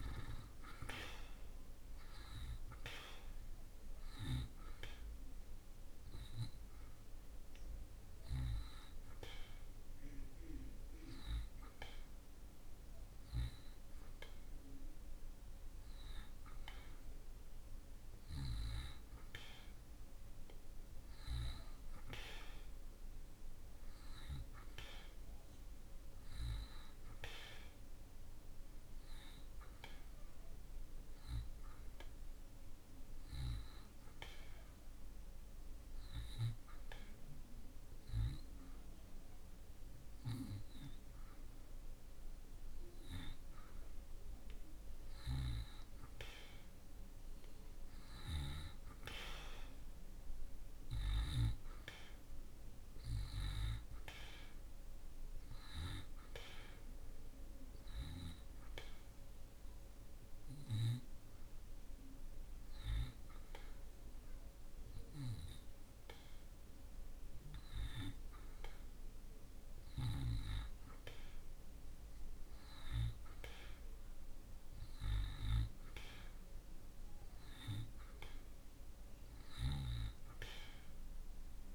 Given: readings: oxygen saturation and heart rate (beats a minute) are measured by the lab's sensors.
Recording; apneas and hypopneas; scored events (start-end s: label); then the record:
breathing in sleep by a room microphone; 3
0.00-26.50 s: oxygen desaturation (device-marked, oxygen 84% lowest)
6.00-18.00 s: hypopnea (oxygen 94% before, 84% lowest)
19.50-23.50 s: arousal
34.50-45.50 s: hypopnea (oxygen 93% before, 86% lowest)
48.00-53.00 s: arousal
57.50-68.50 s: hypopnea (oxygen 93% before, 86% lowest)
59.50-78.50 s: oxygen desaturation (device-marked, oxygen 91% before, 86% lowest)
72.00-75.50 s: arousal
From the record:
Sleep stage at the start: N2 (light sleep); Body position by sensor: on the back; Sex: male